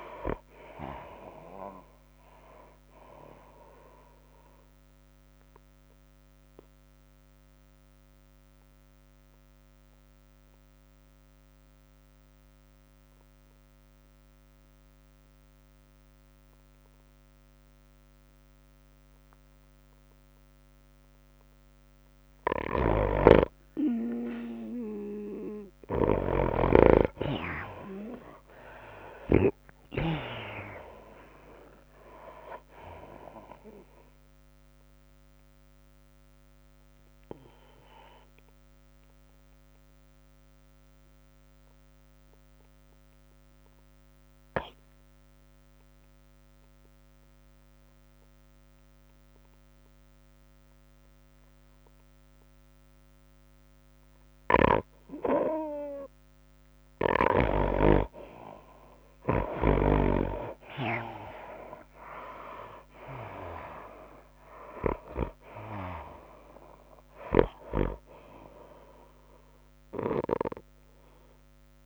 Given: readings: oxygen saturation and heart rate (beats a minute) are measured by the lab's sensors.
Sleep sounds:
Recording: breathing in sleep by a microphone on the trachea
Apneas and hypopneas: 2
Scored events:
0.00-11.00 s: drop in pulse transit time (device-marked, heart rate 102 extreme)
0.00-13.00 s: oxygen desaturation (device-marked, oxygen 77% lowest, heart rate 94 extreme)
0.00-14.00 s: tachycardia (device-marked, heart rate 107 extreme)
6.00-22.00 s: obstructive apnea (oxygen 97% before, 78% lowest, heart rate 102 before, 89 extreme)
23.00-49.00 s: oxygen desaturation (device-marked, oxygen 98% before, 80% lowest, heart rate 102 before, 88 extreme)
24.50-28.00 s: arousal
26.50-30.50 s: snoring (device-marked)
30.00-38.00 s: tachycardia (device-marked, heart rate 97 before, 105 extreme)
31.00-46.00 s: drop in pulse transit time (device-marked, heart rate 98 before, 89 extreme)
35.50-56.50 s: obstructive apnea (oxygen 98% before, 74% lowest, heart rate 98 before, 88 extreme, up 6 after)
40.50-42.50 s: long interval between heartbeats (device-marked, heart rate 99 before, 94 extreme)
51.00-71.86 s: oxygen desaturation (device-marked, oxygen 98% before, 78% lowest, heart rate 98 before, 76 extreme)
58.50-62.50 s: arousal
61.00-71.86 s: tachycardia (device-marked, heart rate 97 before, 105 extreme)
62.00-71.86 s: drop in pulse transit time (device-marked, heart rate 94 before, 99 extreme)
From the record:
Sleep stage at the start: N2 (light sleep)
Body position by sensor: on the right side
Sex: female

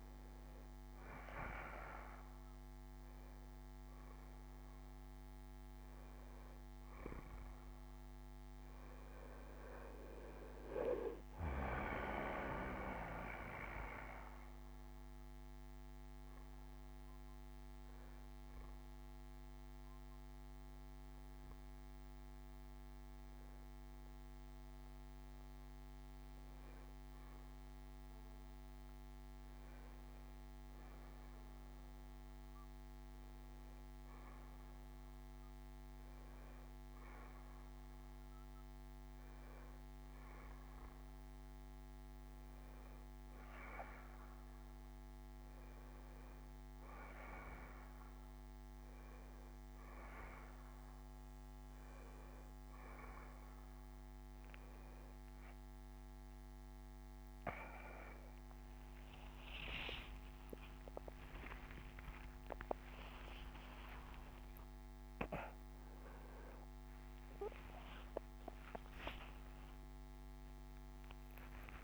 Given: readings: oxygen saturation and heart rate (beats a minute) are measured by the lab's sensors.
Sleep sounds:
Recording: breathing in sleep by a microphone on the trachea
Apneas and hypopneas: 1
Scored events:
1.00-6.00 s: bradycardia (device-marked, heart rate 65 before, 56 extreme)
13.00-26.00 s: hypopnea (oxygen 95% before, 92% lowest, heart rate 75 before, 58 extreme, up 1 after)
25.00-27.00 s: bradycardia (device-marked, heart rate 65 before, 61 extreme)
28.50-32.00 s: arousal
68.00-71.83 s: new sleep stage, awake
From the record:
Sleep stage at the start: N2 (light sleep)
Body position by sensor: on the back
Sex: male

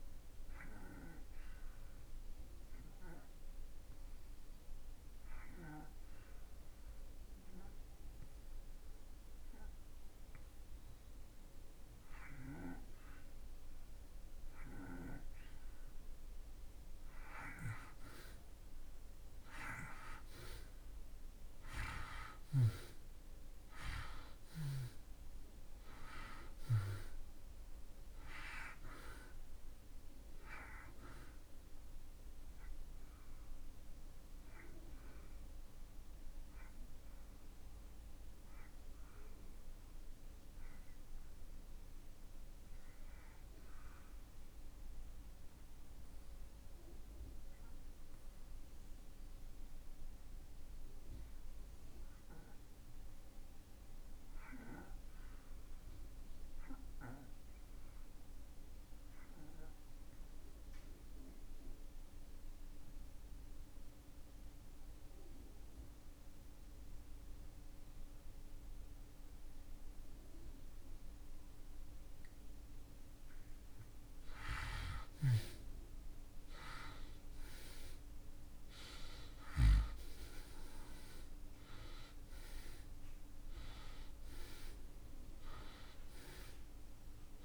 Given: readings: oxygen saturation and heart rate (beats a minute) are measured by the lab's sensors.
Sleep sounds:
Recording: breathing in sleep by a room microphone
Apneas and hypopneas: 2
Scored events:
0.00-20.00 s: oxygen desaturation (device-marked, oxygen 93% before, 83% lowest)
0.50-13.50 s: obstructive apnea (oxygen 93% before, 81% lowest)
20.50-25.50 s: arousal
32.00-53.00 s: oxygen desaturation (device-marked, oxygen 87% before, 81% lowest)
34.00-73.50 s: obstructive apnea (oxygen 88% before, 71% lowest)
64.00-87.45 s: oxygen desaturation (device-marked, oxygen 95% before, 71% lowest)
75.50-80.00 s: arousal
From the record:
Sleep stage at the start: N2 (light sleep)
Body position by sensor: on the back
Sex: male

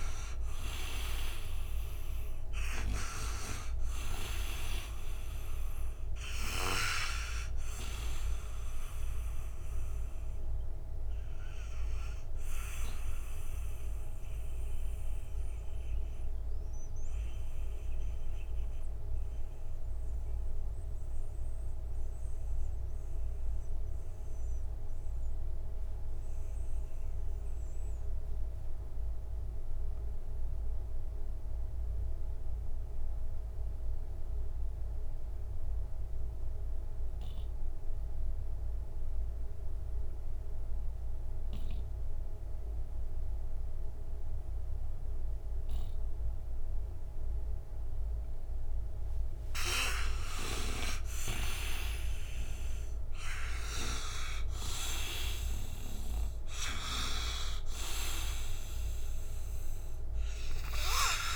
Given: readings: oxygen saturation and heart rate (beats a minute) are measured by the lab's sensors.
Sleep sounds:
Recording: breathing in sleep by a room microphone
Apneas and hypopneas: 1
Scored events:
0.50-29.50 s: oxygen desaturation (device-marked, oxygen 97% before, 84% lowest, heart rate 69 before, 59 extreme)
11.00-49.00 s: mixed apnea (oxygen 97% before, 82% lowest, heart rate 68 before, 59 extreme, up 15 after)
47.50-61.36 s: oxygen desaturation (device-marked, oxygen 98% before, 82% lowest, heart rate 61 before, 58 extreme)
50.00-54.00 s: arousal
From the record:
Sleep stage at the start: N2 (light sleep)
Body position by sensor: on the right side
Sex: male

